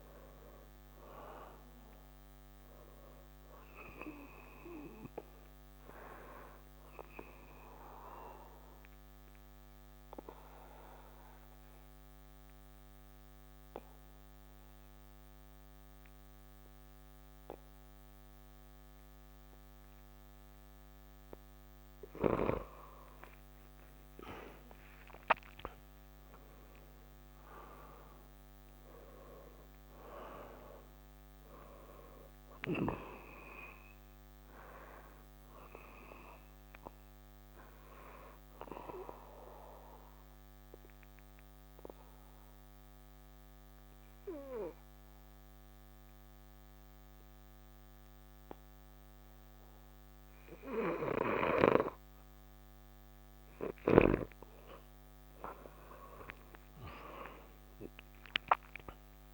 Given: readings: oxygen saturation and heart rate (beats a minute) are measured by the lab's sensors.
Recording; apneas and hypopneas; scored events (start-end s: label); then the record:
breathing in sleep by a microphone on the trachea; 2
0.00-14.00 s: oxygen desaturation (device-marked, oxygen 85% lowest, heart rate 63 extreme)
9.00-24.50 s: obstructive apnea (oxygen 96% before, 85% lowest, heart rate 71 before, 63 extreme, up 6 after)
25.50-29.00 s: arousal
29.00-46.00 s: oxygen desaturation (device-marked, oxygen 97% before, 88% lowest, heart rate 66 before, 64 extreme)
39.50-54.00 s: obstructive apnea (oxygen 97% before, 87% lowest, heart rate 67 before, 64 extreme, up 3 after)
55.50-59.34 s: arousal
From the record:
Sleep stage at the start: N2 (light sleep); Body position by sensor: on the back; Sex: male